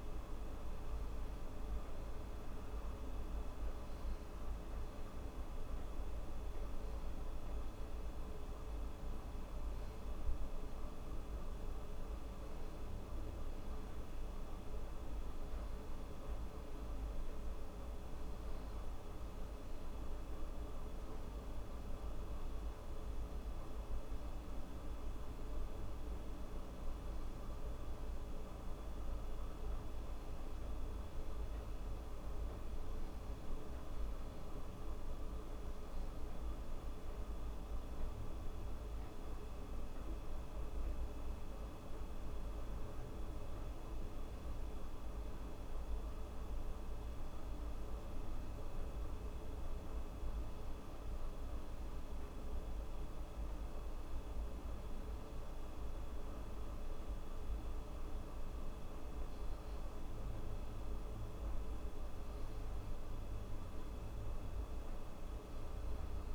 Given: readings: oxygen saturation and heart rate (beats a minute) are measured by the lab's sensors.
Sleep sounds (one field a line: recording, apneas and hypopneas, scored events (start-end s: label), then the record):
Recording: breathing in sleep, hard to hear, by a room microphone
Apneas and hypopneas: none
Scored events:
none scored
From the record:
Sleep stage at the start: N2 (light sleep)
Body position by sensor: on the back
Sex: female